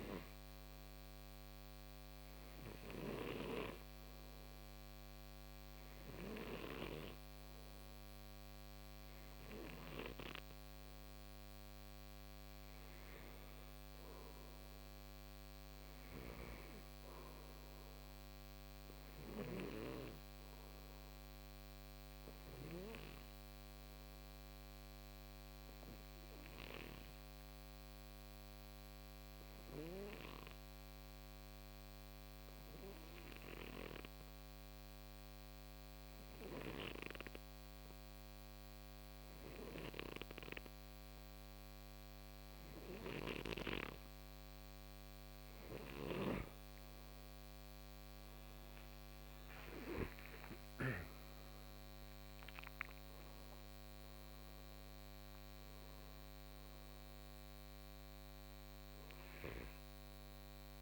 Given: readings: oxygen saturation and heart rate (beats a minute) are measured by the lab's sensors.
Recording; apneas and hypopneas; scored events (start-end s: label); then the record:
breathing in sleep by a microphone on the trachea; 1
17.00-21.00 s: arousal
24.00-43.50 s: hypopnea (oxygen 93% before, 89% lowest, heart rate 61 before, 49 extreme, up 29 after)
45.50-49.00 s: snoring (device-marked)
46.50-60.82 s: oxygen desaturation (device-marked, oxygen 94% before, 89% lowest, heart rate 58 before, 49 extreme)
47.00-52.50 s: arousal
From the record:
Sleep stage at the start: N2 (light sleep); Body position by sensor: on the right side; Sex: male